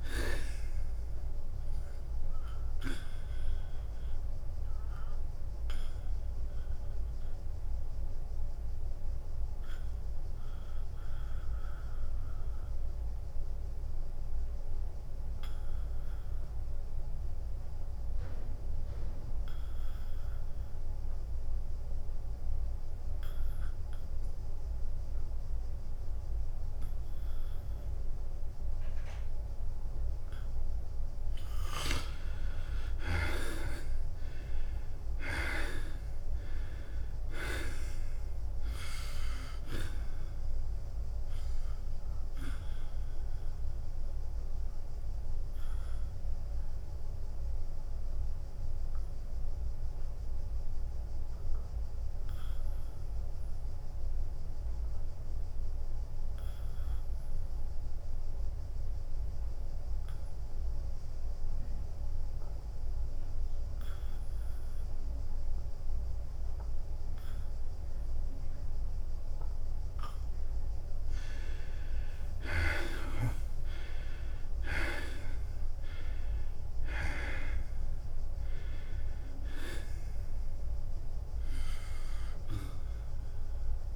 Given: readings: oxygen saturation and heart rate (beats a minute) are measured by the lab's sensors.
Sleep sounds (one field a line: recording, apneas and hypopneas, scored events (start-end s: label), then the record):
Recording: breathing in sleep by a room microphone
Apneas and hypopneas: 2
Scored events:
0.00-9.50 s: drop in pulse transit time (device-marked, heart rate 93 extreme)
0.00-21.50 s: oxygen desaturation (device-marked, oxygen 79% lowest, heart rate 91 extreme)
4.00-31.00 s: obstructive apnea (oxygen 98% before, 78% lowest, heart rate 92 before, 91 extreme, up 6 after)
23.50-60.50 s: oxygen desaturation (device-marked, oxygen 98% before, 78% lowest, heart rate 95 before, 91 extreme)
34.00-37.50 s: arousal
34.50-46.50 s: drop in pulse transit time (device-marked, heart rate 93 before, 95 extreme)
42.00-69.50 s: obstructive apnea (oxygen 98% before, 78% lowest, heart rate 94 before, 91 extreme, up 1 after)
62.50-83.96 s: oxygen desaturation (device-marked, oxygen 98% before, 78% lowest, heart rate 95 before, 91 extreme)
73.00-77.00 s: arousal
73.50-83.96 s: drop in pulse transit time (device-marked, heart rate 93 before, 91 extreme)
From the record:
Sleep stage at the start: N2 (light sleep)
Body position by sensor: on the back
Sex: male